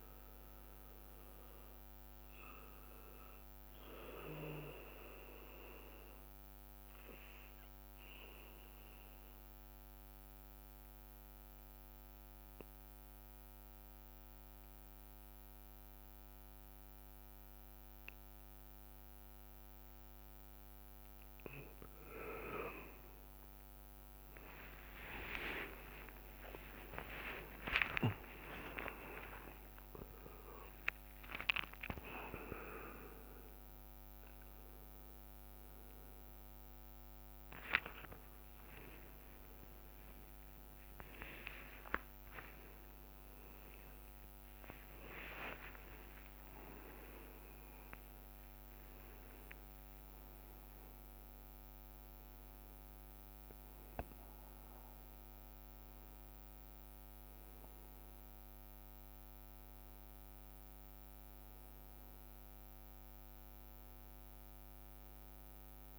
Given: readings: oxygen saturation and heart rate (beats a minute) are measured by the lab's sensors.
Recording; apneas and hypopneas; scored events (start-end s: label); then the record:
a person partly awake in a sleep study, by a microphone on the trachea; 1
9.50-22.00 s: mixed apnea (oxygen 100% before, 90% lowest)
24.50-29.50 s: tachycardia (device-marked)
24.50-54.50 s: oxygen desaturation (device-marked, oxygen 98% before, 90% lowest)
29.50-31.50 s: long interval between heartbeats (device-marked)
30.50-60.50 s: new sleep stage, awake
37.50-39.50 s: long interval between heartbeats (device-marked, heart rate 52 before, 89 extreme)
48.00-50.00 s: long interval between heartbeats (device-marked, heart rate 90 before, 88 extreme)
51.50-53.50 s: long interval between heartbeats (device-marked, heart rate 84 before, 95 extreme)
60.50-65.99 s: new sleep stage, N1 (lightest sleep)
From the record:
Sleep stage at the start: N2 (light sleep); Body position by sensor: on the right side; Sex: male